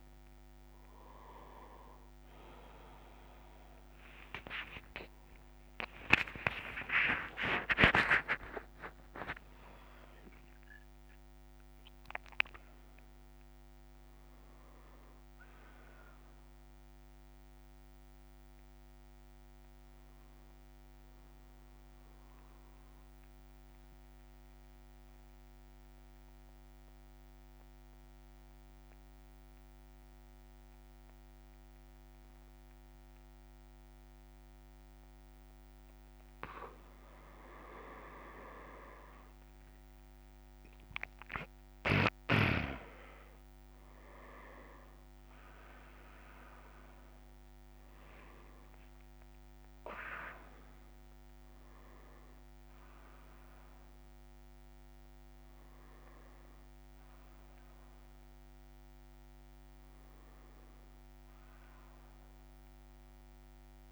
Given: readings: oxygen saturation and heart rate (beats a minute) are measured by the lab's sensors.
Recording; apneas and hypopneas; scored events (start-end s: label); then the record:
breathing in sleep by a microphone on the trachea; 1
0.00-24.00 s: oxygen desaturation (device-marked, oxygen 94% lowest)
22.50-37.00 s: obstructive apnea (oxygen 99% before, 95% lowest)
50.00-63.92 s: oxygen desaturation (device-marked, oxygen 98% before, 95% lowest)
From the record:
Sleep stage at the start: N2 (light sleep); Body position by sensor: on the back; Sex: male